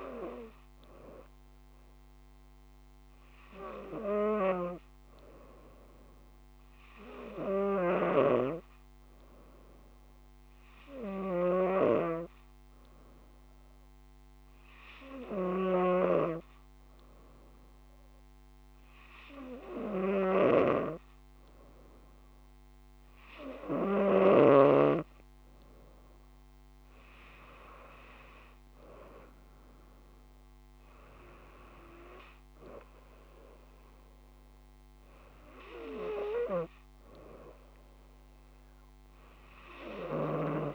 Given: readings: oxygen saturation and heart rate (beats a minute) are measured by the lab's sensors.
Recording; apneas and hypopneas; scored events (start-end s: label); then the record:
breathing in sleep by a microphone on the trachea; 1
7.50-23.50 s: hypopnea (oxygen 97% before, 93% lowest, heart rate 69 before, 65 extreme, up 6 after)
8.00-25.00 s: snoring (device-marked)
26.50-30.50 s: arousal
From the record:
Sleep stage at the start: N2 (light sleep); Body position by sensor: on the right side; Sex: female